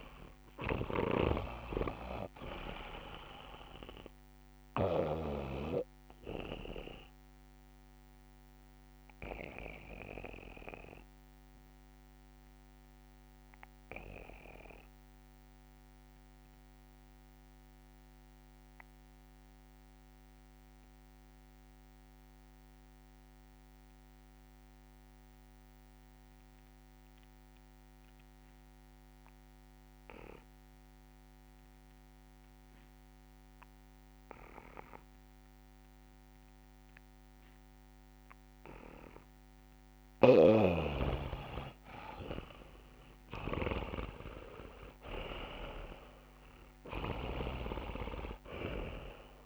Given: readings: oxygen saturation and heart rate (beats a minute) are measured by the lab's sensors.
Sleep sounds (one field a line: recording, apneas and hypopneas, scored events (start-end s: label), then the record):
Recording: breathing in sleep by a microphone on the trachea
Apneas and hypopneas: 1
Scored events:
0.00-2.00 s: long interval between heartbeats (device-marked, heart rate 75 before, 90 extreme)
0.00-17.50 s: oxygen desaturation (device-marked, oxygen 82% lowest, heart rate 66 extreme)
1.00-5.00 s: snoring (device-marked)
6.00-40.50 s: obstructive apnea (oxygen 100% before, 82% lowest, heart rate 78 before, 66 extreme, up 23 after)
40.00-47.50 s: snoring (device-marked)
42.50-49.46 s: oxygen desaturation (device-marked, oxygen 95% before, 83% lowest, heart rate 67 before, 65 extreme)
43.00-47.00 s: arousal
44.50-46.50 s: long interval between heartbeats (device-marked, heart rate 68 before, 77 extreme)
From the record:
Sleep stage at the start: N2 (light sleep)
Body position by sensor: on the back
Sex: male